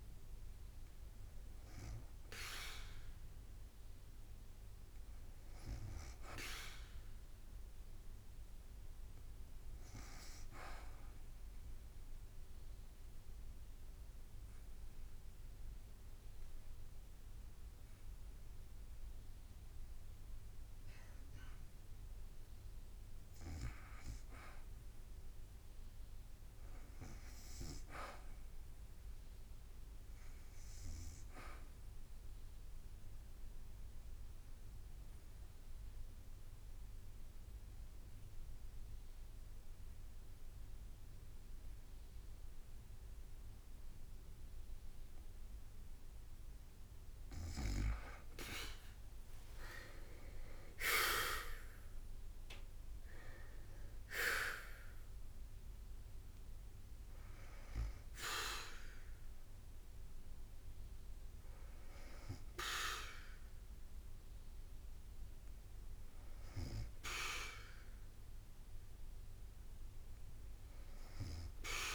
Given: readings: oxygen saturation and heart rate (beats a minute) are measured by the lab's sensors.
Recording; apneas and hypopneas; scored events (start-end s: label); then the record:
breathing in sleep by a room microphone; 2
0.00-1.00 s: oxygen desaturation (device-marked, oxygen 77% lowest, heart rate 54 extreme)
4.00-8.00 s: arousal
12.00-22.00 s: obstructive apnea (oxygen 100% before, 85% lowest, heart rate 55 before, 54 extreme, up 0 after)
24.00-28.50 s: arousal
32.00-46.50 s: obstructive apnea (oxygen 100% before, 85% lowest, heart rate 55 before, 53 extreme, up 6 after)
36.00-42.00 s: drop in pulse transit time (device-marked, heart rate 55 before, 54 extreme)
36.00-49.00 s: oxygen desaturation (device-marked, oxygen 98% before, 93% lowest, heart rate 55 before, 53 extreme)
49.00-53.50 s: arousal
54.00-66.00 s: drop in pulse transit time (device-marked, heart rate 55 before, 54 extreme)
54.00-71.95 s: oxygen desaturation (device-marked, oxygen 95% before, 85% lowest, heart rate 55 before, 51 extreme)
From the record:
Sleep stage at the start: N2 (light sleep); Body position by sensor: on the back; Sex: female